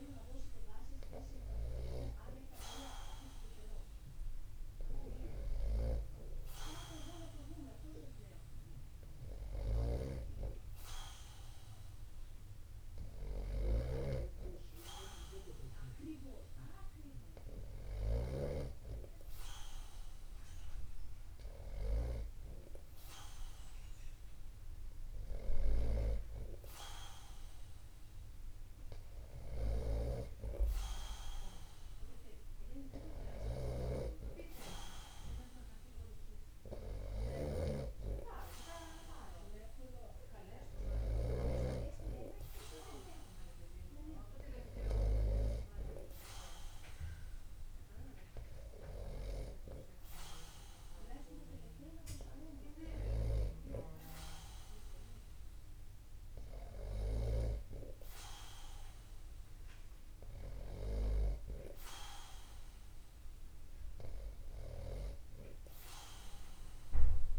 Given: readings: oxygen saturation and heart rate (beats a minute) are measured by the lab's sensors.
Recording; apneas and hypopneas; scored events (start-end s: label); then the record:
breathing in sleep by a room microphone; none
10.00-19.00 s: snoring (device-marked)
29.00-31.00 s: long interval between heartbeats (device-marked)
30.00-42.00 s: snoring (device-marked)
34.00-36.00 s: long interval between heartbeats (device-marked)
49.50-58.00 s: snoring (device-marked)
57.50-59.50 s: long interval between heartbeats (device-marked)
From the record:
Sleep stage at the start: N2 (light sleep); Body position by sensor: upright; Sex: male